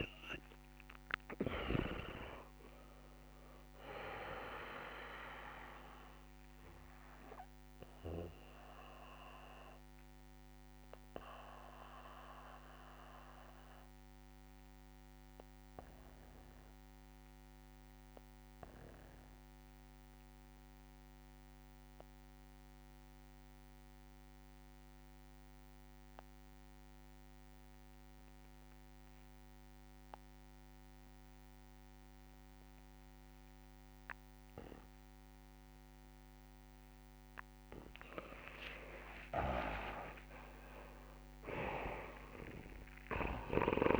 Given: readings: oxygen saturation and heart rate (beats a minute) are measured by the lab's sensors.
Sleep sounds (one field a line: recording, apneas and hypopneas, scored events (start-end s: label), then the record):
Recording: breathing in sleep by a microphone on the trachea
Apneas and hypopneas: 1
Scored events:
0.00-1.00 s: long interval between heartbeats (device-marked, heart rate 68 extreme)
0.00-1.50 s: snoring (device-marked)
0.00-19.50 s: oxygen desaturation (device-marked, oxygen 82% lowest, heart rate 34 extreme)
2.50-4.50 s: long interval between heartbeats (device-marked, heart rate 68 before, 39 extreme)
5.00-37.00 s: obstructive apnea (oxygen 99% before, 82% lowest, heart rate 66 before, 56 extreme, up 16 after)
33.50-43.50 s: oxygen desaturation (device-marked, oxygen 99% before, 92% lowest, heart rate 68 before, 56 extreme)
38.50-40.50 s: long interval between heartbeats (device-marked, heart rate 68 before, 80 extreme)
38.50-42.00 s: arousal
43.00-44.00 s: snoring (device-marked)
From the record:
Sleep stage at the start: N2 (light sleep)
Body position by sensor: on the back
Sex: male